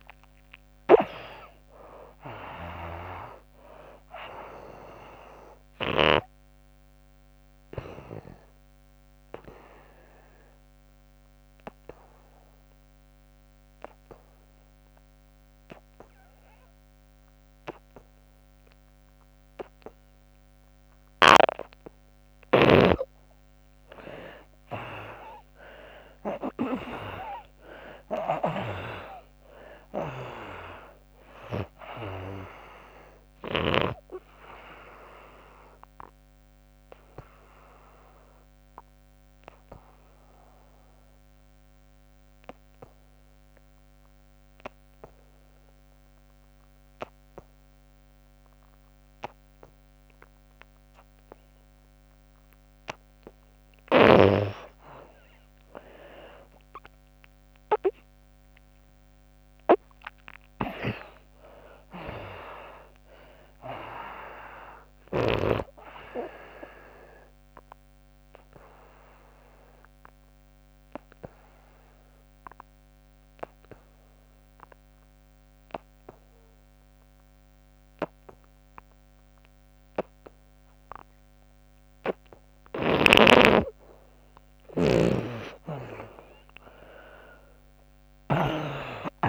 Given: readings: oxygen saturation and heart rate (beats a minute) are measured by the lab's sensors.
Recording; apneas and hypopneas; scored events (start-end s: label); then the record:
breathing in sleep by a microphone on the trachea; 3
0.00-22.50 s: oxygen desaturation (device-marked, oxygen 75% lowest, heart rate 62 extreme)
6.50-22.00 s: obstructive apnea (oxygen 97% before, 75% lowest, heart rate 81 before, 62 extreme)
24.00-29.00 s: arousal
24.50-46.50 s: oxygen desaturation (device-marked, oxygen 98% before, 79% lowest, heart rate 75 before, 62 extreme)
34.50-53.50 s: obstructive apnea (oxygen 98% before, 78% lowest, heart rate 100 before, 62 extreme, up 46 after)
56.00-61.50 s: arousal
57.50-77.50 s: oxygen desaturation (device-marked, oxygen 98% before, 78% lowest, heart rate 69 before, 62 extreme)
60.00-65.00 s: snoring (device-marked)
66.50-82.00 s: obstructive apnea (oxygen 98% before, 74% lowest, heart rate 84 before, 62 extreme, up 26 after)
82.50-88.00 s: snoring (device-marked)
84.00-88.50 s: arousal
From the record:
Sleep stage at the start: N2 (light sleep); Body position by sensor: on the back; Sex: female